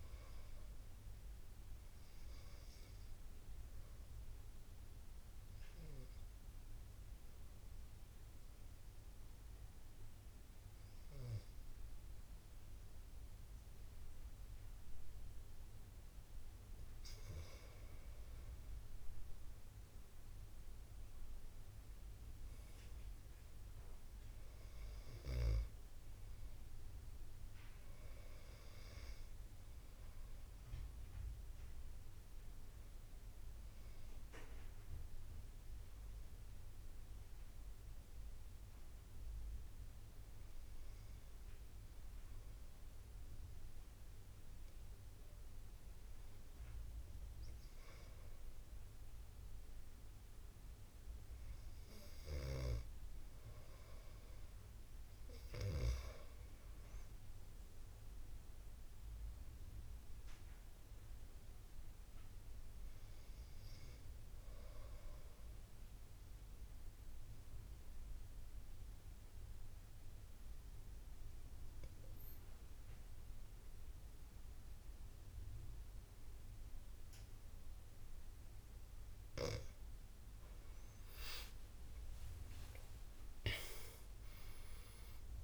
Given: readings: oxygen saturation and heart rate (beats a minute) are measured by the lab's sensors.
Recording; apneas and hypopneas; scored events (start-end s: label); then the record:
breathing in sleep by a room microphone; 3
1.50-16.50 s: hypopnea (oxygen 94% before, 89% lowest, heart rate 77 before, 75 extreme, up 10 after)
18.00-22.00 s: arousal
29.00-40.00 s: oxygen desaturation (device-marked, oxygen 93% before, 89% lowest, heart rate 80 before, 76 extreme)
41.00-53.50 s: hypopnea (oxygen 94% before, 86% lowest, heart rate 81 before, 77 extreme, up 12 after)
56.50-59.50 s: arousal
66.00-78.50 s: obstructive apnea (oxygen 93% before, 86% lowest, heart rate 82 before, 65 extreme, up 11 after)
80.50-85.00 s: arousal
82.00-85.44 s: oxygen desaturation (device-marked, oxygen 94% before, 86% lowest, heart rate 82 before, 64 extreme)
From the record:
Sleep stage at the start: N2 (light sleep); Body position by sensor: on the back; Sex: male